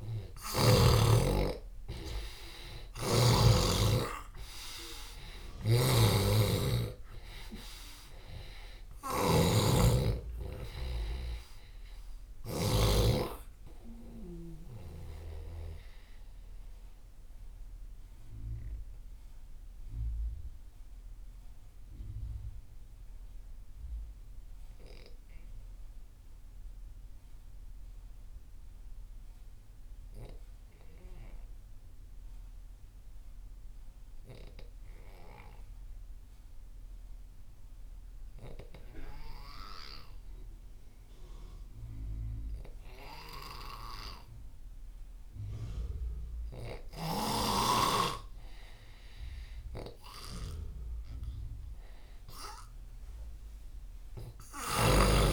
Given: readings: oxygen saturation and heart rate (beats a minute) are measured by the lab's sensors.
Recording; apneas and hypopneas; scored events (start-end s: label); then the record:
breathing in sleep by a room microphone; 1
0.00-4.00 s: arousal
0.00-30.00 s: oxygen desaturation (device-marked, oxygen 87% lowest)
5.50-12.50 s: snoring (device-marked)
14.50-48.50 s: obstructive apnea (oxygen 97% before, 87% lowest)
45.00-55.33 s: oxygen desaturation (device-marked, oxygen 98% before, 90% lowest)
53.50-55.33 s: arousal
54.00-55.33 s: snoring (device-marked)
From the record:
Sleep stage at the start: N2 (light sleep); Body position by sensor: on the left side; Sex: male